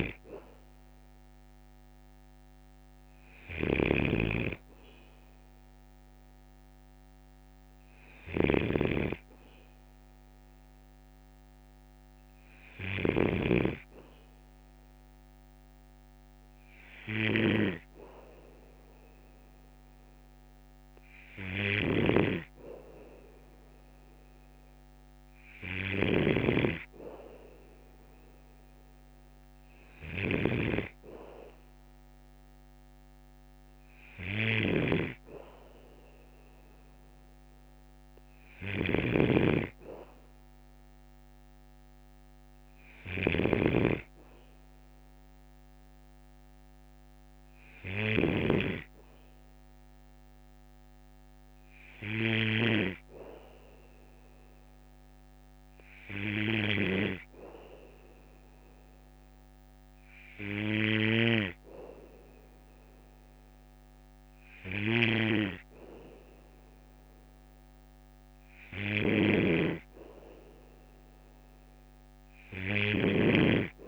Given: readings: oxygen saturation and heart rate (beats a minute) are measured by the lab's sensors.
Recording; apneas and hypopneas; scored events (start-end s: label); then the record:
breathing in sleep by a microphone on the trachea; 1
0.00-52.50 s: snoring (device-marked)
41.00-44.50 s: arousal
48.00-69.50 s: hypopnea (oxygen 97% before, 94% lowest, heart rate 58 before, 56 extreme, up 1 after)
60.50-73.88 s: snoring (device-marked)
71.50-73.88 s: arousal
From the record:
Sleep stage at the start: N2 (light sleep); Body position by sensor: on the back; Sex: male